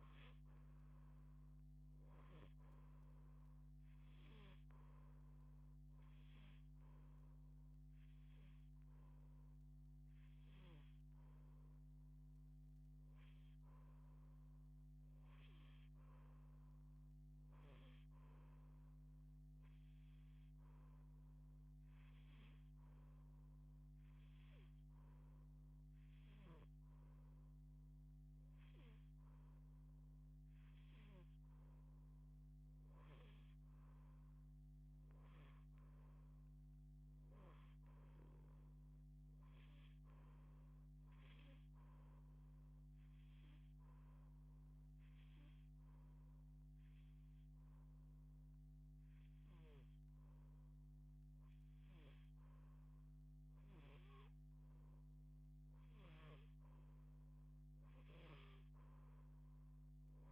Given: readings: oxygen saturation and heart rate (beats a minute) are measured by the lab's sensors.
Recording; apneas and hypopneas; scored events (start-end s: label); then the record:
breathing in sleep, hard to hear, by a microphone on the trachea; 2
0.00-22.00 s: oxygen desaturation (device-marked, oxygen 88% lowest)
13.00-16.00 s: arousal
19.00-29.00 s: hypopnea (oxygen 91% before, 87% lowest)
29.00-32.00 s: arousal
40.50-51.50 s: hypopnea (oxygen 90% before, 87% lowest)
53.50-57.00 s: arousal
From the record:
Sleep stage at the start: N2 (light sleep); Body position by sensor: on the back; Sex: female